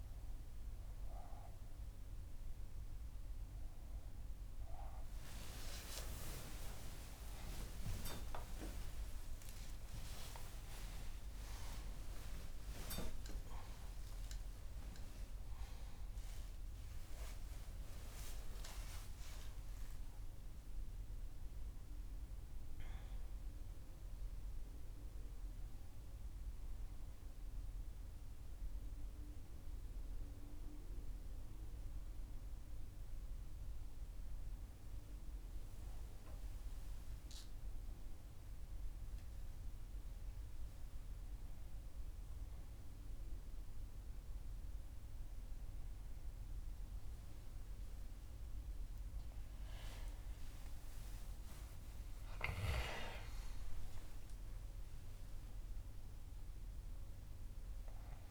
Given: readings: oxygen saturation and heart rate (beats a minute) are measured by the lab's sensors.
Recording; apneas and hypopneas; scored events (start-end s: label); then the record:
a person awake in a sleep study, by a room microphone; none
4.00-12.00 s: tachycardia (device-marked, heart rate 68 before, 168 extreme)
5.50-7.50 s: long interval between heartbeats (device-marked, heart rate 62 before, 76 extreme)
8.50-10.50 s: long interval between heartbeats (device-marked, heart rate 65 before, 143 extreme)
15.00-22.00 s: oxygen desaturation (device-marked, oxygen 98% before, 95% lowest, heart rate 95 before, 62 extreme)
From the record:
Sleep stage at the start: awake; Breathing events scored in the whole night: 374 in 7.0 hours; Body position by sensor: on the back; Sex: female